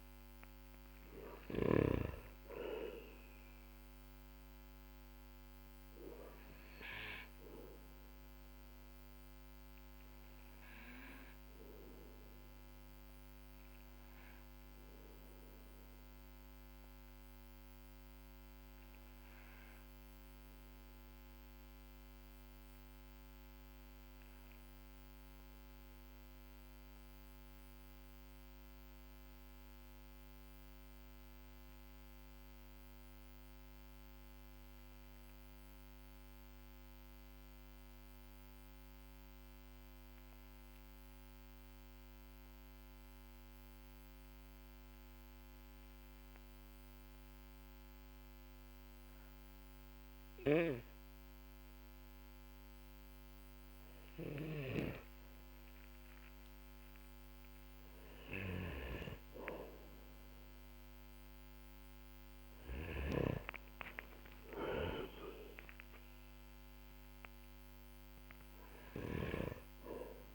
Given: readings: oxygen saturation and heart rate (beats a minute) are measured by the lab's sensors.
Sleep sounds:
breathing in sleep by a microphone on the trachea; 1
0.00-30.00 s: oxygen desaturation (device-marked, oxygen 91% lowest, heart rate 42 extreme)
4.50-58.50 s: obstructive apnea (oxygen 97% before, 91% lowest, heart rate 55 before, 42 extreme, up 6 after)
59.50-62.50 s: arousal
From the record:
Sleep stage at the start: N2 (light sleep); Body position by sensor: on the back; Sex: male

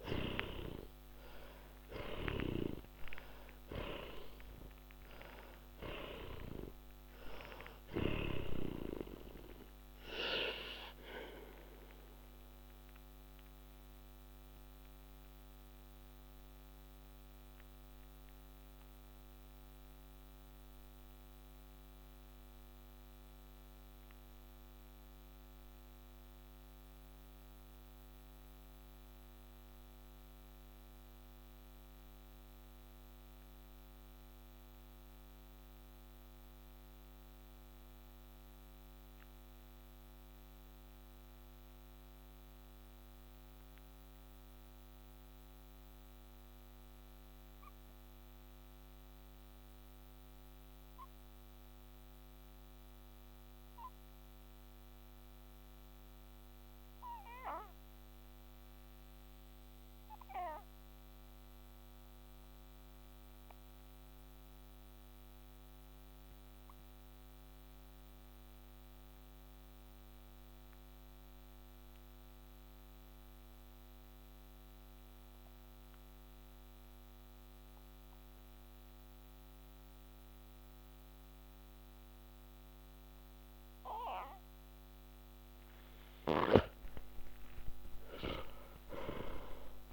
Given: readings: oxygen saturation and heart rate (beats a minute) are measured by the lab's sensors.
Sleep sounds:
breathing in sleep by a microphone on the trachea; 1
0.00-48.00 s: oxygen desaturation (device-marked, oxygen 74% lowest, heart rate 77 extreme)
10.00-85.50 s: mixed apnea (oxygen 96% before, 74% lowest, heart rate 122 before, 73 extreme, up 19 after)
79.00-89.93 s: oxygen desaturation (device-marked, oxygen 97% before, 79% lowest, heart rate 136 before, 25 extreme)
87.00-89.93 s: arousal
From the record:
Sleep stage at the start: N2 (light sleep); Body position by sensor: on the back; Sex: male

